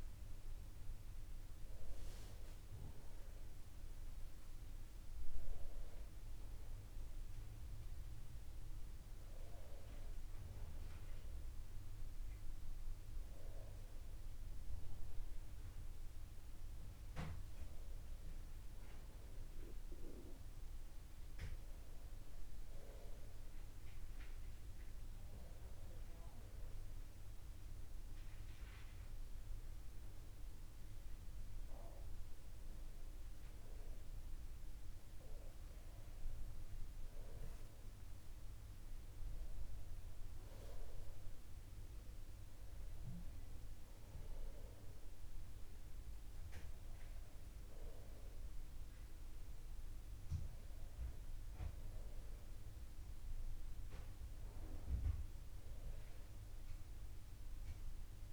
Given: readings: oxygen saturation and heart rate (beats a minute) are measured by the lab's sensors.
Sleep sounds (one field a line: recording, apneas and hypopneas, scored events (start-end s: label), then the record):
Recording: a person partly awake in a sleep study, hard to hear, by a room microphone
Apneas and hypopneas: none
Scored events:
13.00-58.33 s: new sleep stage, N1 (lightest sleep)
From the record:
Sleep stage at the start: awake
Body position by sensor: upright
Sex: male